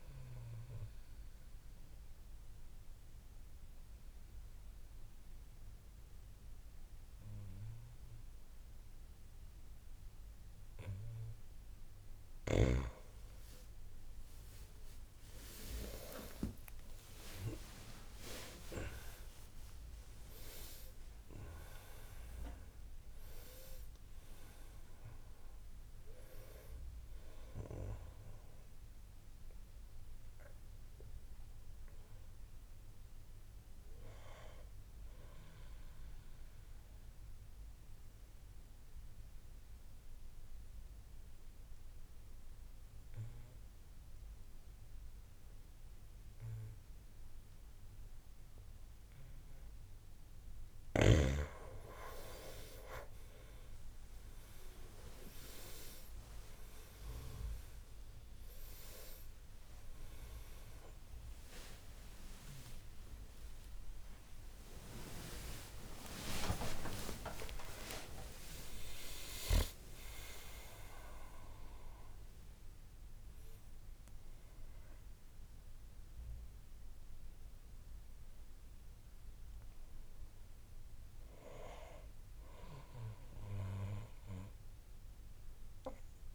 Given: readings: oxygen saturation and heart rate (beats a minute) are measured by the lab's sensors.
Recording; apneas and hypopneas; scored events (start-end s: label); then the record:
breathing in sleep by a room microphone; 2
0.00-9.00 s: oxygen desaturation (device-marked, oxygen 89% lowest, heart rate 58 extreme)
0.50-11.50 s: obstructive apnea (oxygen 99% before, 89% lowest, heart rate 76 before, 58 extreme)
13.00-17.00 s: arousal
13.00-21.00 s: tachycardia (device-marked, heart rate 67 before, 151 extreme)
23.00-38.00 s: oxygen desaturation (device-marked, oxygen 99% before, 94% lowest, heart rate 87 before, 56 extreme)
36.00-51.00 s: obstructive apnea (oxygen 99% before, 88% lowest, heart rate 97 before, 57 extreme, up 39 after)
56.00-86.35 s: oxygen desaturation (device-marked, oxygen 98% before, 88% lowest, heart rate 60 before, 56 extreme)
57.00-70.00 s: tachycardia (device-marked, heart rate 69 before, 159 extreme)
57.50-64.00 s: arousal
From the record:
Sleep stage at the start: N2 (light sleep); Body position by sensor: on the back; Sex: male